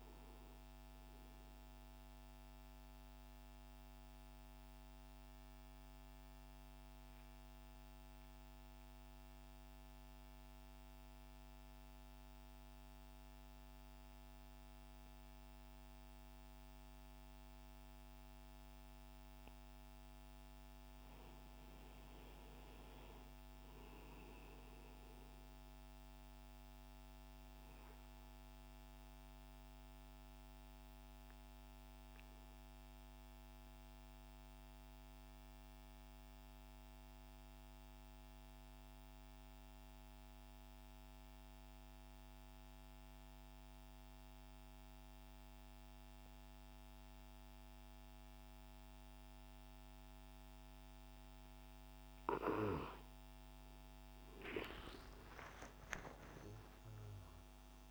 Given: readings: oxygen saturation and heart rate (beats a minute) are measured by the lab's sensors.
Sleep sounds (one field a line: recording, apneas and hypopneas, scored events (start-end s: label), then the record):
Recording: breathing in sleep, hard to hear, by a microphone on the trachea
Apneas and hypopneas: 2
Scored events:
0.00-7.50 s: oxygen desaturation (device-marked, oxygen 91% lowest, heart rate 58 extreme)
2.50-19.50 s: central apnea (oxygen 98% before, 88% lowest, heart rate 71 before, 59 extreme, up 7 after)
21.50-26.00 s: arousal
23.50-39.50 s: oxygen desaturation (device-marked, oxygen 99% before, 95% lowest, heart rate 62 before, 59 extreme)
33.50-52.00 s: mixed apnea (oxygen 99% before, 88% lowest, heart rate 64 before, 59 extreme, up 19 after)
46.50-57.91 s: oxygen desaturation (device-marked, oxygen 96% before, 88% lowest, heart rate 66 before, 59 extreme)
53.00-57.91 s: arousal
From the record:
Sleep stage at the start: N2 (light sleep)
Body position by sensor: on the right side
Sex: male